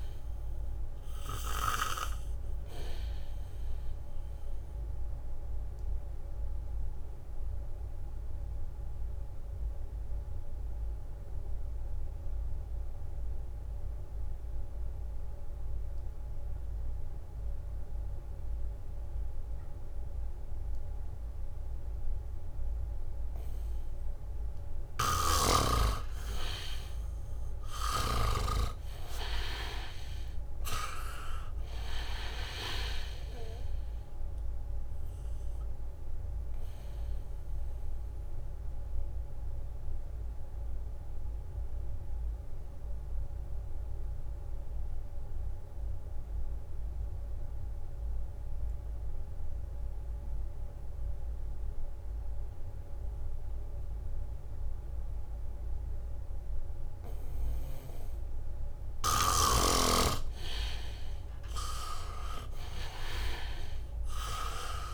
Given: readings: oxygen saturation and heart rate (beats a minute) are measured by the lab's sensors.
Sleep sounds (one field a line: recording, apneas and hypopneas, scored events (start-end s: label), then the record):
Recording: breathing in sleep by a room microphone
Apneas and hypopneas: 2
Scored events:
0.00-17.50 s: oxygen desaturation (device-marked, oxygen 79% lowest, heart rate 67 extreme)
4.00-25.00 s: mixed apnea (oxygen 98% before, 78% lowest, heart rate 69 before, 67 extreme, up 3 after)
24.50-52.50 s: oxygen desaturation (device-marked, oxygen 98% before, 80% lowest, heart rate 70 before, 66 extreme)
25.00-28.50 s: snoring (device-marked)
26.50-31.00 s: arousal
36.50-59.50 s: obstructive apnea (oxygen 98% before, 78% lowest, heart rate 70 before, 66 extreme, up 2 after)
58.50-64.00 s: leg movement (device-marked)
60.50-64.94 s: oxygen desaturation (device-marked, oxygen 98% before, 78% lowest, heart rate 70 before, 66 extreme)
62.00-64.94 s: arousal
From the record:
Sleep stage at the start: N2 (light sleep)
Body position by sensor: on the back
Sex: male